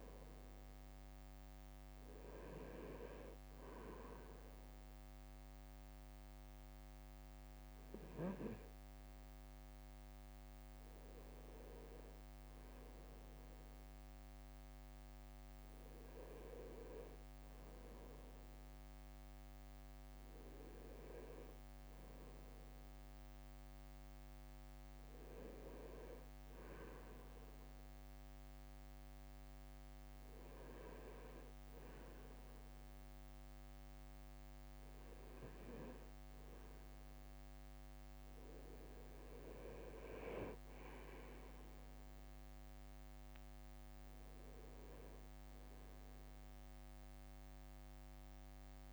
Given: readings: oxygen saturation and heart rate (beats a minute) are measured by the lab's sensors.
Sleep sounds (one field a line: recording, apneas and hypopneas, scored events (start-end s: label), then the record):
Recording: breathing in sleep by a microphone on the trachea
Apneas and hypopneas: 1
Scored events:
19.50-22.50 s: arousal
26.00-38.00 s: hypopnea (oxygen 98% before, 96% lowest, heart rate 57 before, 55 extreme, up 6 after)
38.00-43.50 s: leg movement (device-marked)
40.50-44.00 s: arousal
41.00-48.93 s: drop in pulse transit time (device-marked, heart rate 57 before, 55 extreme)
From the record:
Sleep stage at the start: N2 (light sleep)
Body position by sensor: on the right side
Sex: male